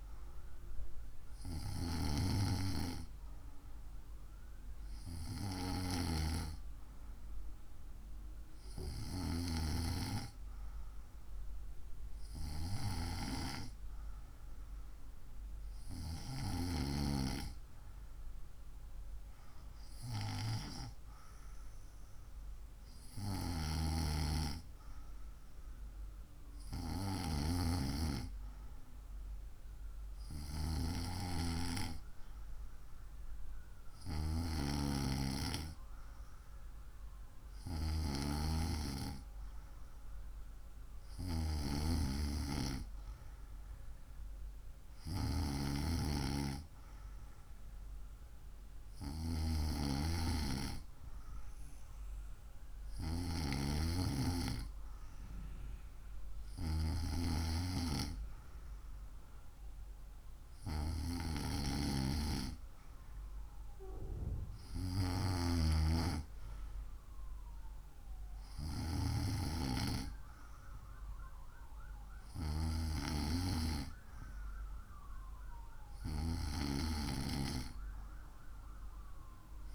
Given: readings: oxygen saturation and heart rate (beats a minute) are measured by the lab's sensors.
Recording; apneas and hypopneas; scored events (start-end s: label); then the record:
breathing in sleep by a room microphone; none
none scored
From the record:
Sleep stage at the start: N2 (light sleep); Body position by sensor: on the right side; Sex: female